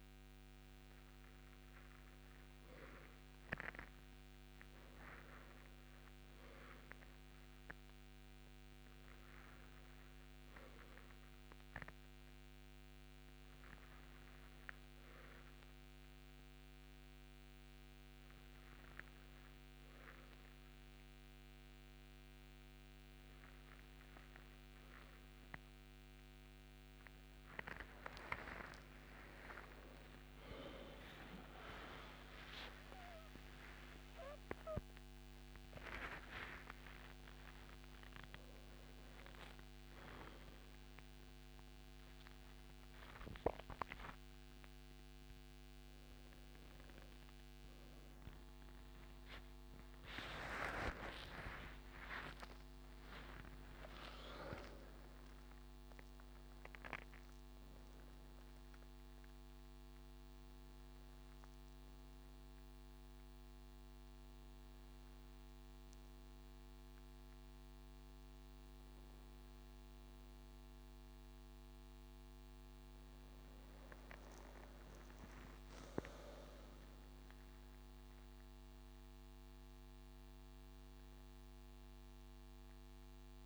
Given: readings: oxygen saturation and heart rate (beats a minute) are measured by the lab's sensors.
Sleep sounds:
a person partly awake in a sleep study, by a microphone on the trachea; none
21.50-51.50 s: new sleep stage, awake
41.50-47.50 s: oxygen desaturation (device-marked, oxygen 99% before, 96% lowest)
51.50-81.50 s: new sleep stage, N1 (lightest sleep)
81.50-83.46 s: new sleep stage, N2 (light sleep)
From the record:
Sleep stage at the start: N2 (light sleep); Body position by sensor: on the right side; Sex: male

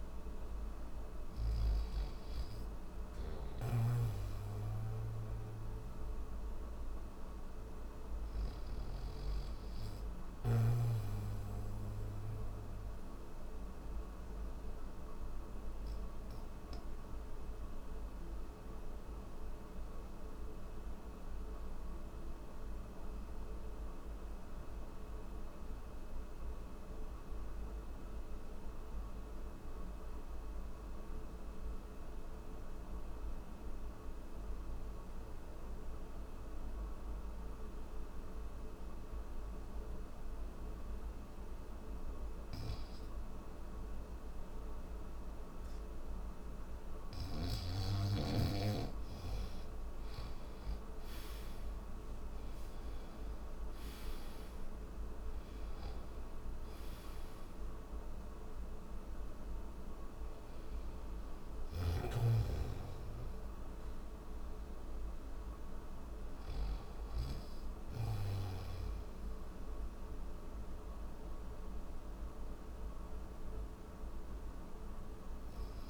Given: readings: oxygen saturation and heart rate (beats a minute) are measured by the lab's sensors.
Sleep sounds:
breathing in sleep, hard to hear, by a room microphone; none
3.00-8.00 s: snoring (device-marked)
61.00-66.00 s: snoring (device-marked)
From the record:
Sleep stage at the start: N1 (lightest sleep); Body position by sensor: on the back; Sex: male

